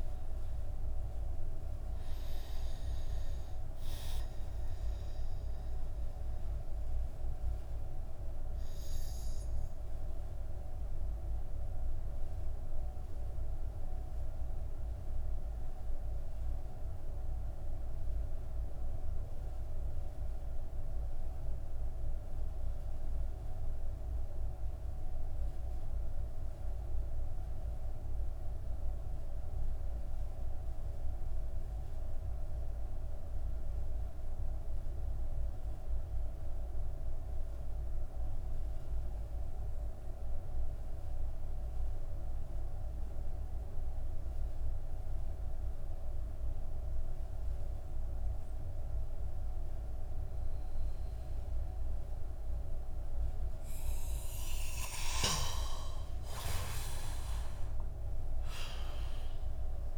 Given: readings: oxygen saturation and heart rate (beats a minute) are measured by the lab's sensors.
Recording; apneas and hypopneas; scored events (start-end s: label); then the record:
breathing in sleep, hard to hear, by a room microphone; 1
10.50-53.50 s: mixed apnea (oxygen 96% before, 91% lowest)
12.50-19.50 s: oxygen desaturation (device-marked, oxygen 95% before, 92% lowest)
54.50-58.50 s: arousal
From the record:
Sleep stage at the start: N2 (light sleep); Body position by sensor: on the back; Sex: male